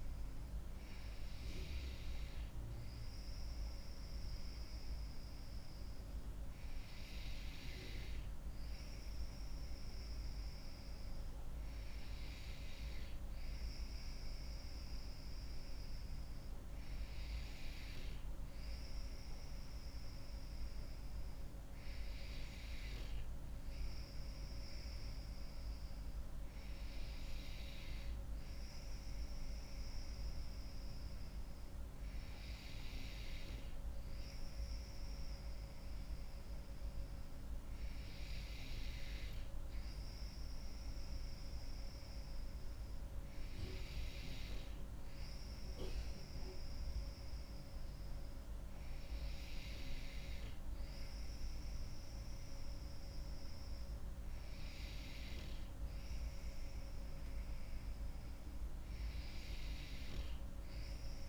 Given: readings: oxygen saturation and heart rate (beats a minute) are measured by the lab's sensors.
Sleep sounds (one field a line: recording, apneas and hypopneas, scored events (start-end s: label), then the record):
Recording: breathing in sleep, hard to hear, by a room microphone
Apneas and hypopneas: none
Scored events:
none scored
From the record:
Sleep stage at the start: N2 (light sleep)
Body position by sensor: on the back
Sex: female